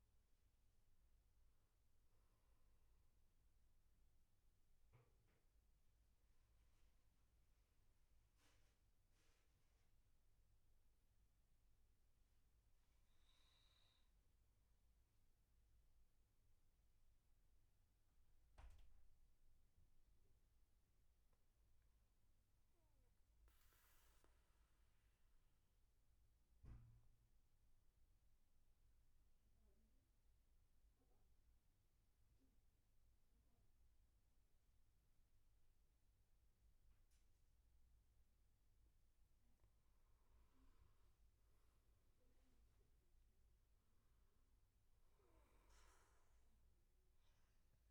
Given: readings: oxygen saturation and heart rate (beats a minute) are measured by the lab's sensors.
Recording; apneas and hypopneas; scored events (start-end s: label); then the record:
breathing in sleep, hard to hear, by a room microphone; 1
0.00-19.00 s: oxygen desaturation (device-marked, oxygen 89% lowest, heart rate 67 extreme)
23.50-38.50 s: central apnea (oxygen 99% before, 92% lowest, heart rate 71 before, 73 extreme, up 10 after)
39.50-43.00 s: arousal
41.00-47.91 s: oxygen desaturation (device-marked, oxygen 98% before, 93% lowest, heart rate 75 before, 70 extreme)
From the record:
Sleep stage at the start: N2 (light sleep); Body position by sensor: on the back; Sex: male